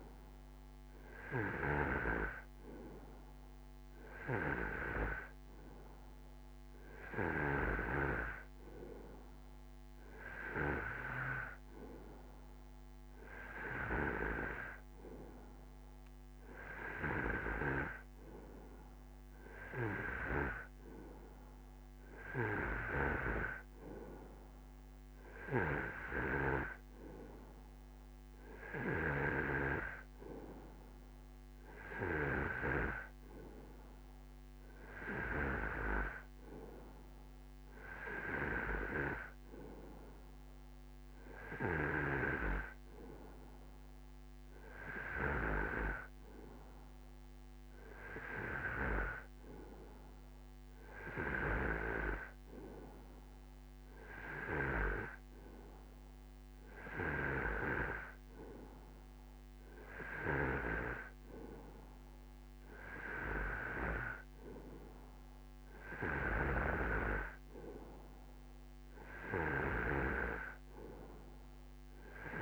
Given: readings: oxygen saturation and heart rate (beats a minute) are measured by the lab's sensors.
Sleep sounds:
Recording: breathing in sleep by a microphone on the trachea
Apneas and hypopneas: none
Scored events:
none scored
From the record:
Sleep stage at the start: N2 (light sleep)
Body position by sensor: on the right side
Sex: male

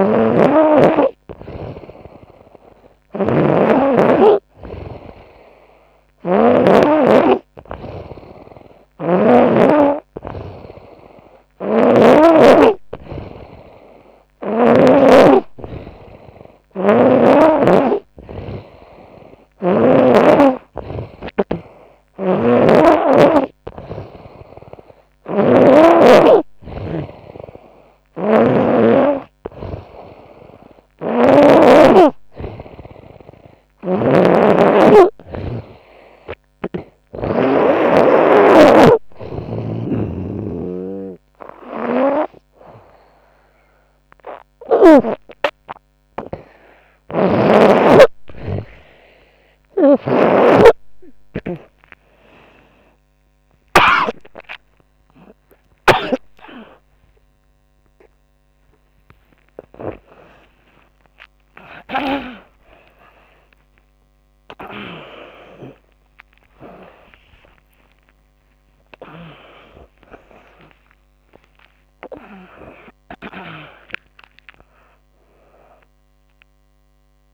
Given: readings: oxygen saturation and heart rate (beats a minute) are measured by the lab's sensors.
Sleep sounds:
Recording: a person partly awake in a sleep study, by a microphone on the trachea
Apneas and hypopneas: none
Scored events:
0.00-6.00 s: snoring (device-marked)
8.00-14.50 s: snoring (device-marked)
21.50-31.00 s: snoring (device-marked)
33.00-37.00 s: snoring (device-marked)
46.00-53.50 s: snoring (device-marked)
47.50-77.34 s: new sleep stage, awake
From the record:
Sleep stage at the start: N3 (deep sleep)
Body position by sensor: on the front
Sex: female

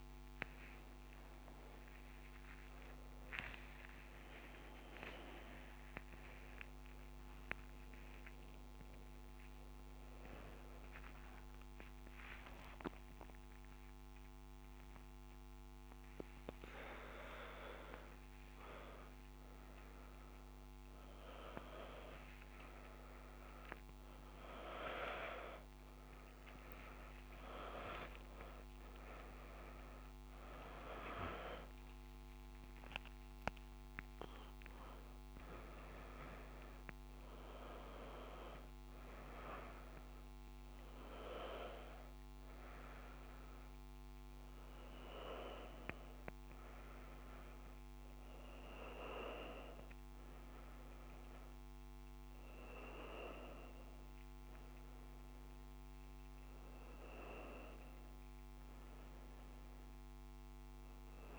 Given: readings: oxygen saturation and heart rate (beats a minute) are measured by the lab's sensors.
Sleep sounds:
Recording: a person awake in a sleep study, by a microphone on the trachea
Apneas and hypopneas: none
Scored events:
7.00-17.00 s: tachycardia (device-marked, heart rate 64 before, 173 extreme)
17.00-26.00 s: oxygen desaturation (device-marked, oxygen 98% before, 95% lowest, heart rate 94 before, 74 extreme)
24.00-30.00 s: tachycardia (device-marked, heart rate 66 before, 108 extreme)
From the record:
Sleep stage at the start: awake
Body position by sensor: upright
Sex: male

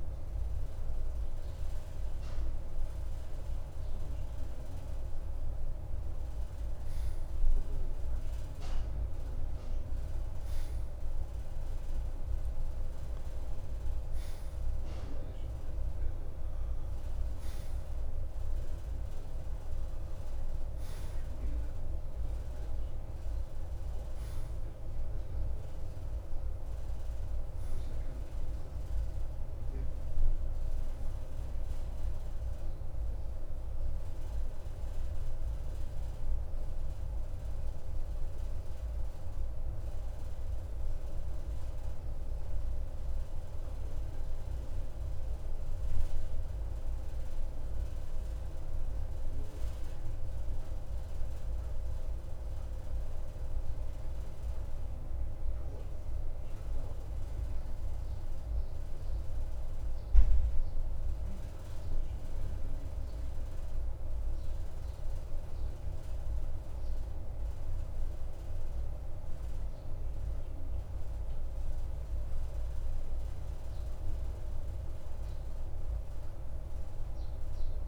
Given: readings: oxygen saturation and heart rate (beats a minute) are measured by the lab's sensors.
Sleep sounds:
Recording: breathing in sleep, hard to hear, by a room microphone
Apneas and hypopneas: 1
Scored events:
0.50-6.00 s: arousal
29.00-52.00 s: oxygen desaturation (device-marked, oxygen 94% before, 91% lowest, heart rate 55 before, 51 extreme)
44.50-72.50 s: mixed apnea (oxygen 95% before, 91% lowest, heart rate 55 before, 49 extreme, up 4 after)
75.00-77.88 s: arousal
From the record:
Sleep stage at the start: N2 (light sleep)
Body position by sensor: on the right side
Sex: male

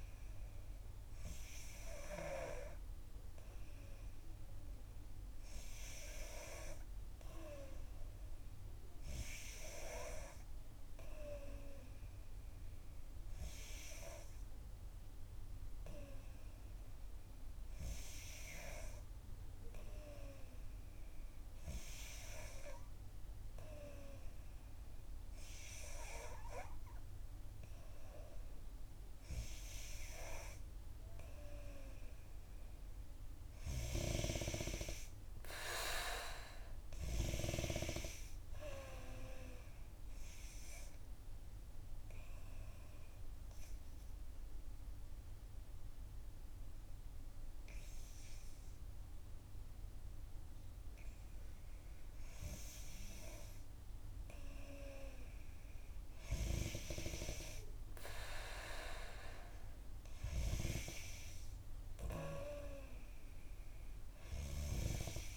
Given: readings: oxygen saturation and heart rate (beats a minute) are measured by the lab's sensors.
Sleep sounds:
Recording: breathing in sleep by a room microphone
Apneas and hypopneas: 1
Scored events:
39.50-52.00 s: obstructive apnea (oxygen 90% before, 89% lowest, heart rate 67 before, 58 extreme, up 5 after)
54.50-58.50 s: arousal
58.00-65.37 s: oxygen desaturation (device-marked, oxygen 93% before, 90% lowest, heart rate 68 before, 58 extreme)
From the record:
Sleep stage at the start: N2 (light sleep)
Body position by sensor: on the back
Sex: female

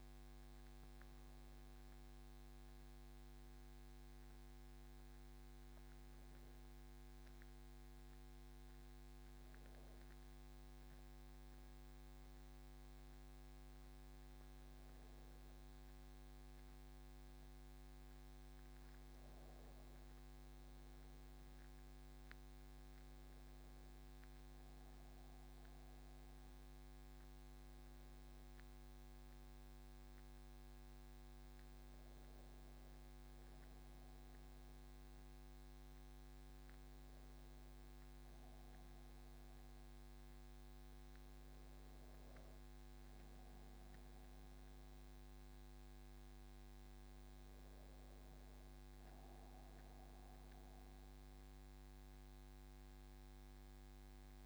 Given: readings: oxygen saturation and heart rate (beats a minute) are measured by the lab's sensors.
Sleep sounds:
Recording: breathing in sleep, hard to hear, by a microphone on the trachea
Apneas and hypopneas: none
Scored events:
none scored
From the record:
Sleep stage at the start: N1 (lightest sleep)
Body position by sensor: on the back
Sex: male

